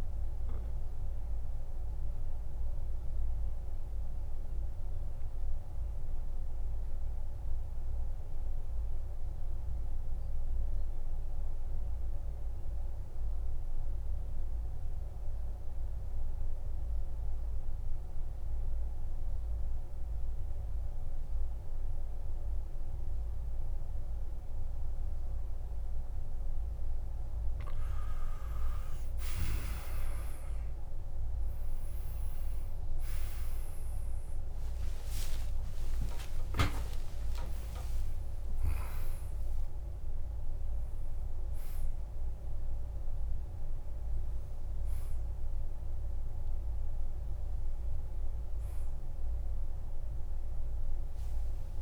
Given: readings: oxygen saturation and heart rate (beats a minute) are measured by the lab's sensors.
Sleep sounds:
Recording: breathing in sleep, hard to hear, by a room microphone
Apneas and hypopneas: 1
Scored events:
0.00-13.50 s: oxygen desaturation (device-marked, oxygen 92% lowest, heart rate 46 extreme)
2.50-27.00 s: obstructive apnea (oxygen 99% before, 87% lowest, heart rate 53 before, 46 extreme, up 27 after)
25.50-51.82 s: oxygen desaturation (device-marked, oxygen 98% before, 87% lowest, heart rate 49 before, 52 extreme)
33.50-39.50 s: tachycardia (device-marked, heart rate 53 before, 124 extreme)
35.50-37.50 s: long interval between heartbeats (device-marked, heart rate 55 before, 99 extreme)
37.50-39.50 s: long interval between heartbeats (device-marked, heart rate 61 before, 124 extreme)
50.50-51.82 s: new sleep stage, awake
From the record:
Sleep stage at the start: N2 (light sleep)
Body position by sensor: on the back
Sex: male

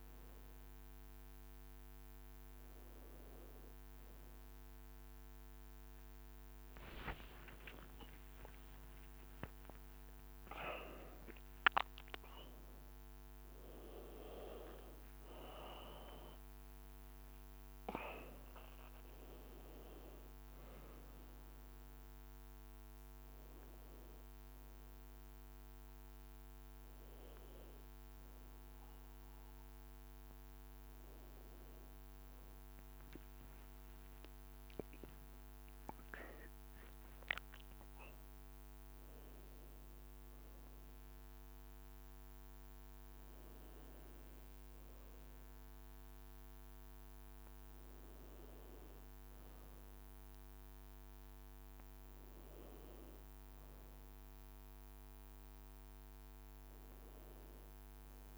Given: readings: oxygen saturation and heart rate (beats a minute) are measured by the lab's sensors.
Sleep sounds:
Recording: breathing in sleep by a microphone on the trachea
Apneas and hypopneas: none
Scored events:
0.00-1.00 s: oxygen desaturation (device-marked, oxygen 94% lowest, heart rate 57 extreme)
5.00-12.00 s: leg movement (device-marked)
7.00-11.50 s: arousal
13.50-19.00 s: leg movement (device-marked)
19.00-30.00 s: oxygen desaturation (device-marked, oxygen 96% before, 93% lowest, heart rate 65 before, 58 extreme)
32.00-37.50 s: leg movement (device-marked)
35.50-40.00 s: arousal
From the record:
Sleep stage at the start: N2 (light sleep)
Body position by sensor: on the right side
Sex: male

